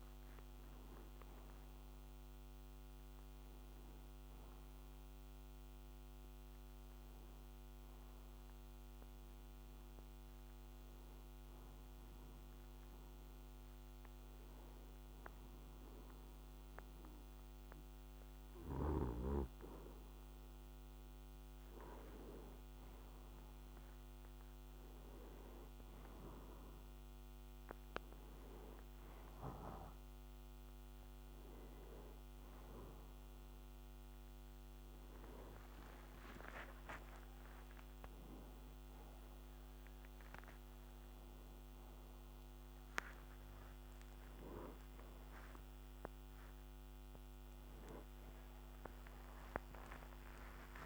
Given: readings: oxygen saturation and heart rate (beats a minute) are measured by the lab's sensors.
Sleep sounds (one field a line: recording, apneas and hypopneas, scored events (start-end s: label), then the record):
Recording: breathing in sleep by a microphone on the trachea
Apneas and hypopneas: 1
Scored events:
0.00-12.50 s: oxygen desaturation (device-marked, oxygen 89% lowest, heart rate 62 extreme)
8.00-21.00 s: hypopnea (oxygen 95% before, 89% lowest, heart rate 75 before, 62 extreme, up 9 after)
29.50-46.50 s: oxygen desaturation (device-marked, oxygen 94% before, 90% lowest, heart rate 66 before, 68 extreme)
41.50-50.86 s: new sleep stage, awake
From the record:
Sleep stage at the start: N2 (light sleep)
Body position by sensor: on the back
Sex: male